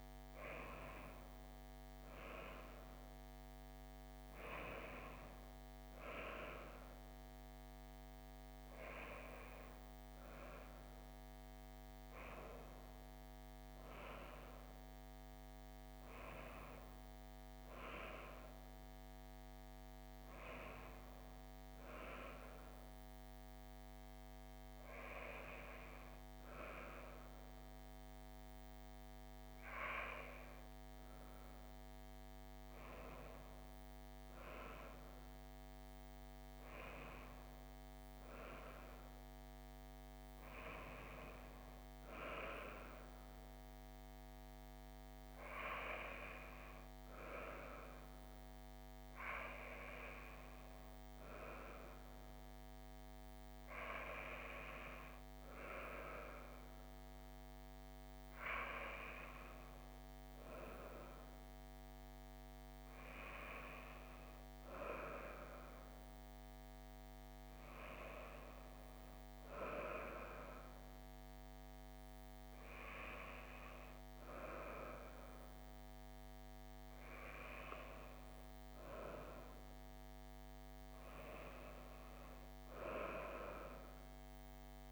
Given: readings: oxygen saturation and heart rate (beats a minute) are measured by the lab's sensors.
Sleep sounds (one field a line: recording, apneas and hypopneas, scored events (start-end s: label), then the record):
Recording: a person partly awake in a sleep study, by a microphone on the trachea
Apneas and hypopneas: none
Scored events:
4.00-84.91 s: new sleep stage, N1 (lightest sleep)
From the record:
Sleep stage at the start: awake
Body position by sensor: on the back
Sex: female